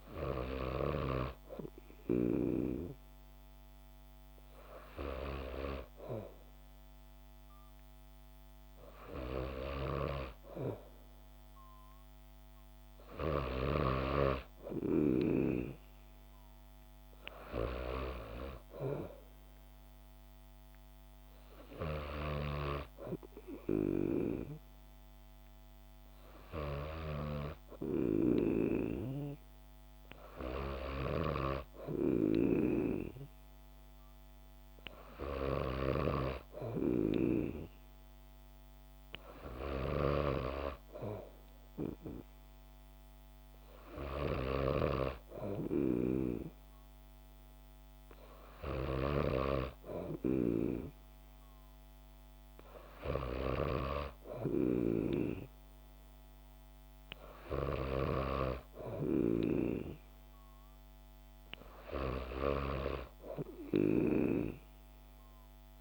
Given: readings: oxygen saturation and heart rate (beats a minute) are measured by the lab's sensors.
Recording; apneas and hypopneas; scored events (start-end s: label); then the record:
breathing in sleep by a microphone on the trachea; none
28.00-64.50 s: snoring (device-marked)
From the record:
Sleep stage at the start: N2 (light sleep); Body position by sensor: on the back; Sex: female